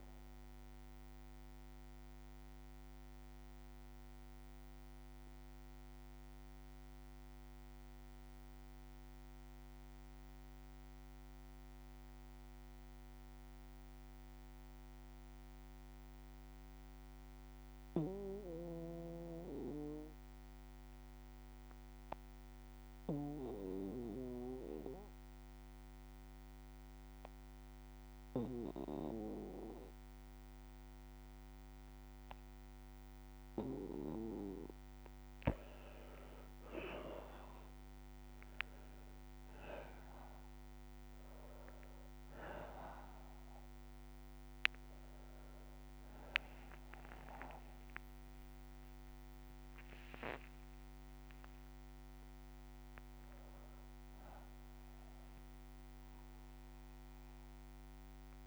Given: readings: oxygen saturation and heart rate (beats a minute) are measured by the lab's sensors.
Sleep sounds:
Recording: breathing in sleep by a microphone on the trachea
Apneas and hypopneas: 1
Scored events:
0.00-13.00 s: oxygen desaturation (device-marked, oxygen 93% lowest, heart rate 55 extreme)
0.00-32.00 s: bradycardia (device-marked, heart rate 55 extreme)
1.00-33.50 s: obstructive apnea (oxygen 98% before, 92% lowest, heart rate 61 before, 55 extreme, up 5 after)
28.00-58.46 s: oxygen desaturation (device-marked, oxygen 99% before, 92% lowest, heart rate 57 before, 57 extreme)
36.00-40.00 s: arousal
46.50-48.50 s: long interval between heartbeats (device-marked, heart rate 60 before, 71 extreme)
55.00-58.46 s: bradycardia (device-marked, heart rate 60 before, 58 extreme)
From the record:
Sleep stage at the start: N2 (light sleep)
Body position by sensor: on the back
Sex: male

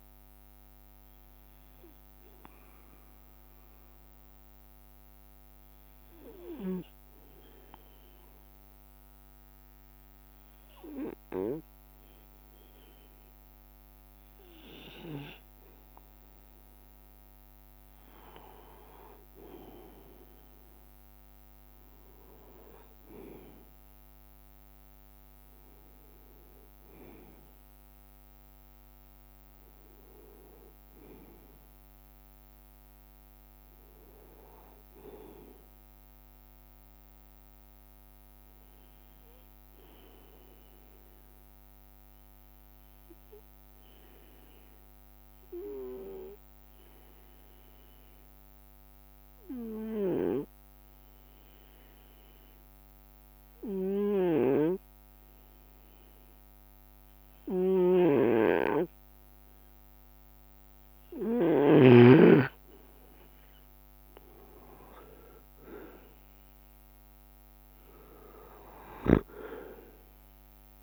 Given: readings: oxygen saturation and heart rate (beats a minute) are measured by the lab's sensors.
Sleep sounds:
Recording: breathing in sleep by a microphone on the trachea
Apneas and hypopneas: 2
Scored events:
1.50-16.50 s: obstructive apnea (oxygen 97% before, 93% lowest, heart rate 90 before, 61 extreme, up 5 after)
18.50-23.00 s: arousal
32.00-33.00 s: leg movement (device-marked)
39.00-60.00 s: obstructive apnea (oxygen 97% before, 92% lowest, heart rate 67 before, 63 extreme, up 6 after)
54.50-62.00 s: snoring (device-marked)
59.50-61.50 s: leg movement (device-marked)
61.00-66.00 s: arousal
63.00-70.83 s: drop in pulse transit time (device-marked, heart rate 64 before, 64 extreme)
65.00-68.50 s: leg movement (device-marked)
69.50-70.83 s: leg movement (device-marked)
From the record:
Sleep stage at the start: N2 (light sleep)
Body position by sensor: on the right side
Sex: male

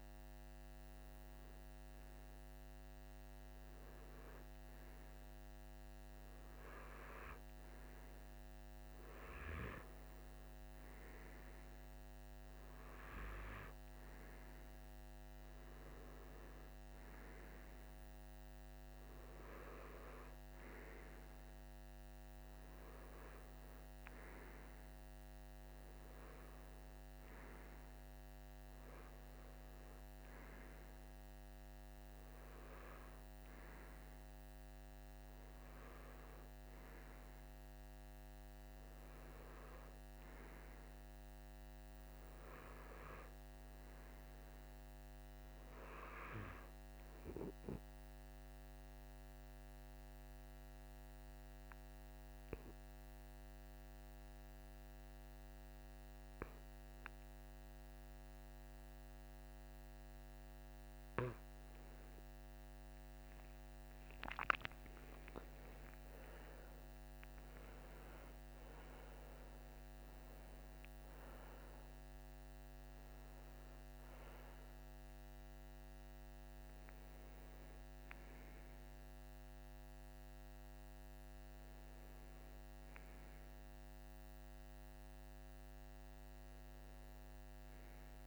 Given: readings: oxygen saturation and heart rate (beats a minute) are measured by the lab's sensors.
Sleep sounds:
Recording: breathing in sleep by a microphone on the trachea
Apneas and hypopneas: 1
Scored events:
47.00-63.00 s: obstructive apnea (oxygen 98% before, 95% lowest, heart rate 63 before, 50 extreme, up 23 after)
64.00-68.00 s: arousal
From the record:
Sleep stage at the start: N2 (light sleep)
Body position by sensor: on the right side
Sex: male

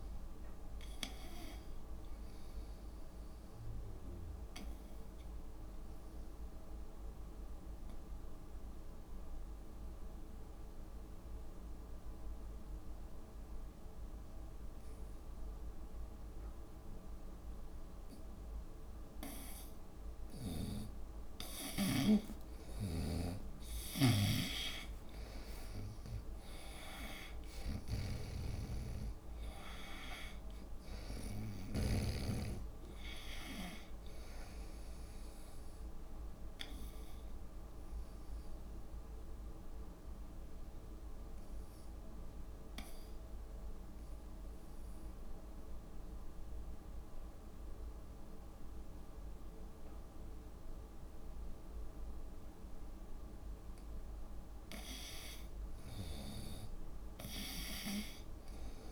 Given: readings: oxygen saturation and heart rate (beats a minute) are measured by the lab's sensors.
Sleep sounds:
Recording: breathing in sleep by a room microphone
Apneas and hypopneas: 2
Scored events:
4.00-19.00 s: obstructive apnea (oxygen 97% before, 91% lowest, heart rate 72 before, 61 extreme, up 6 after)
23.00-32.00 s: snoring (device-marked)
24.50-44.50 s: oxygen desaturation (device-marked, oxygen 97% before, 91% lowest, heart rate 68 before, 61 extreme)
27.00-32.00 s: arousal
37.50-53.50 s: obstructive apnea (oxygen 97% before, 90% lowest, heart rate 71 before, 63 extreme, up 7 after)
57.00-58.92 s: arousal
From the record:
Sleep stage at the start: N2 (light sleep)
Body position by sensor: on the right side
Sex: female

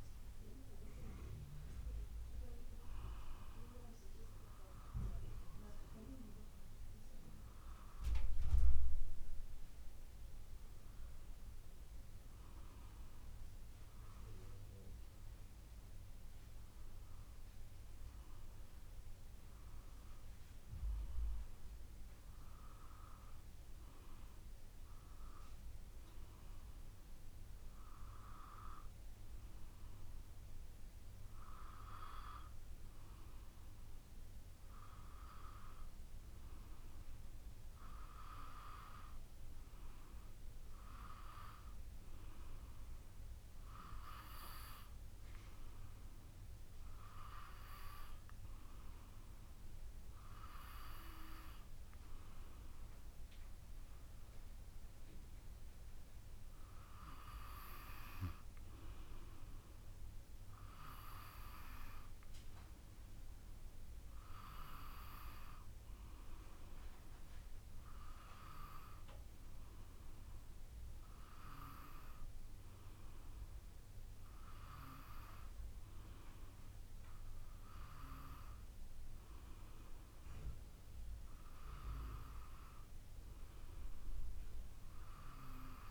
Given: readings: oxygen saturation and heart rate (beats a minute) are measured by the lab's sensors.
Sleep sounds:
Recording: breathing in sleep by a room microphone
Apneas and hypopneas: none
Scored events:
none scored
From the record:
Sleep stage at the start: N2 (light sleep)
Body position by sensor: on the back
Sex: female

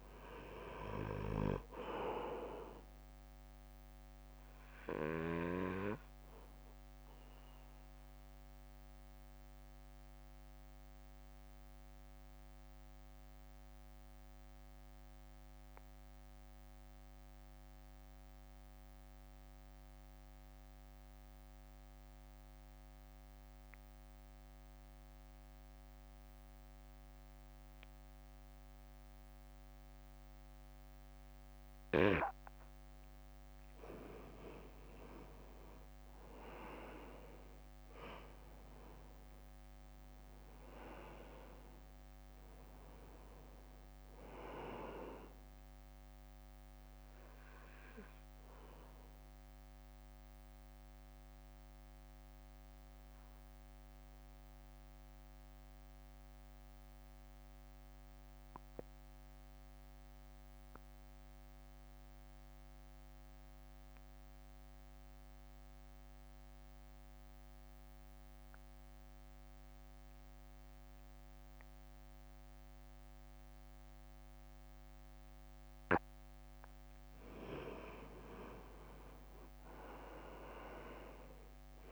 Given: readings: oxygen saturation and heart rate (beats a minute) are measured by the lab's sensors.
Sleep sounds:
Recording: breathing in sleep by a microphone on the trachea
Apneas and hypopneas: 2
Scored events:
0.00-9.50 s: drop in pulse transit time (device-marked, heart rate 52 extreme)
0.00-9.50 s: oxygen desaturation (device-marked, oxygen 92% lowest, heart rate 52 extreme)
6.50-33.50 s: mixed apnea (oxygen 96% before, 90% lowest, heart rate 59 before, 55 extreme, up 1 after)
15.50-25.50 s: oxygen desaturation (device-marked, oxygen 94% before, 90% lowest, heart rate 57 before, 55 extreme)
34.50-46.50 s: oxygen desaturation (device-marked, oxygen 98% before, 92% lowest, heart rate 62 before, 55 extreme)
35.50-39.00 s: arousal
38.50-51.50 s: drop in pulse transit time (device-marked, heart rate 61 before, 55 extreme)
51.50-75.50 s: mixed apnea (oxygen 98% before, 91% lowest, heart rate 57 before, 53 extreme, up 2 after)
79.50-81.92 s: oxygen desaturation (device-marked, oxygen 99% before, 92% lowest, heart rate 61 before, 53 extreme)
From the record:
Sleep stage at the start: N2 (light sleep)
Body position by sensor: on the right side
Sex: male

